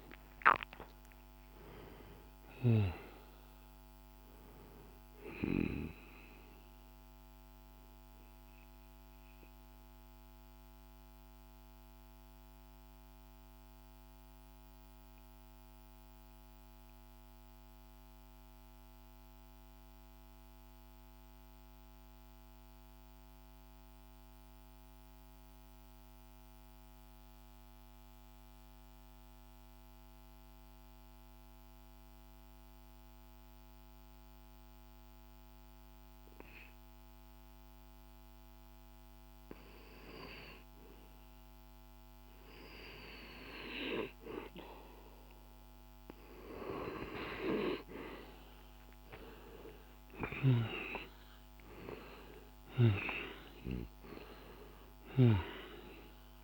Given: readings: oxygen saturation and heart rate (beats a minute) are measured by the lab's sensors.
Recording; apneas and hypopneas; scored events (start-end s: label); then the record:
breathing in sleep by a microphone on the trachea; 1
0.00-16.00 s: oxygen desaturation (device-marked, oxygen 88% lowest, heart rate 46 extreme)
7.00-43.00 s: mixed apnea (oxygen 97% before, 87% lowest, heart rate 68 before, 49 extreme, up 13 after)
34.00-56.44 s: oxygen desaturation (device-marked, oxygen 99% before, 87% lowest, heart rate 50 before, 49 extreme)
48.50-53.50 s: arousal
49.00-54.50 s: snoring (device-marked)
From the record:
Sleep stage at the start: N2 (light sleep); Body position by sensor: on the back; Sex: male